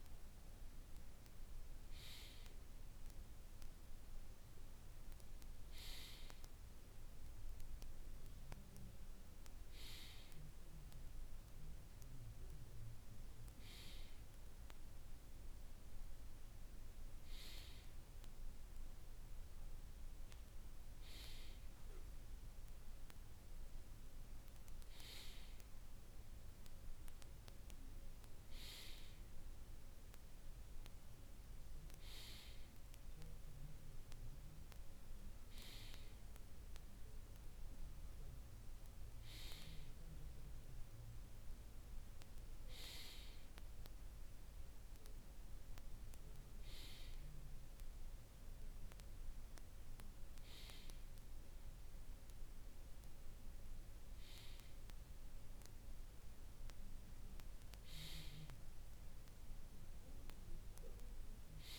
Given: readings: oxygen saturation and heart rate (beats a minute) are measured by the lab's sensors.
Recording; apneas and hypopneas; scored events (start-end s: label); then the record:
breathing in sleep by a room microphone; none
none scored
From the record:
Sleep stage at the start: N2 (light sleep); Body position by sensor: on the right side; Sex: male